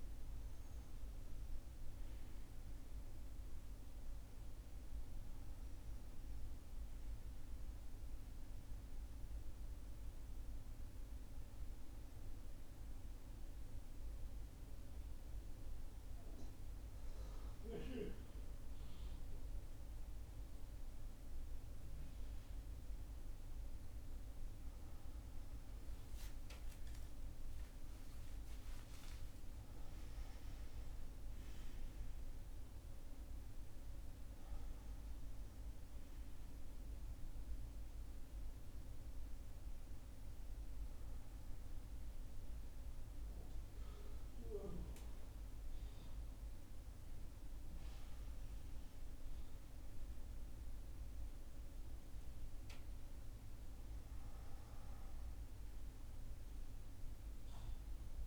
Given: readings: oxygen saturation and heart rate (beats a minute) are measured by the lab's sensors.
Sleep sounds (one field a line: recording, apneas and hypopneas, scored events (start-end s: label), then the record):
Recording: breathing in sleep, hard to hear, by a room microphone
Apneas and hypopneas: none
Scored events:
none scored
From the record:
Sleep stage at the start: N1 (lightest sleep)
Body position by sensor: on the back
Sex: male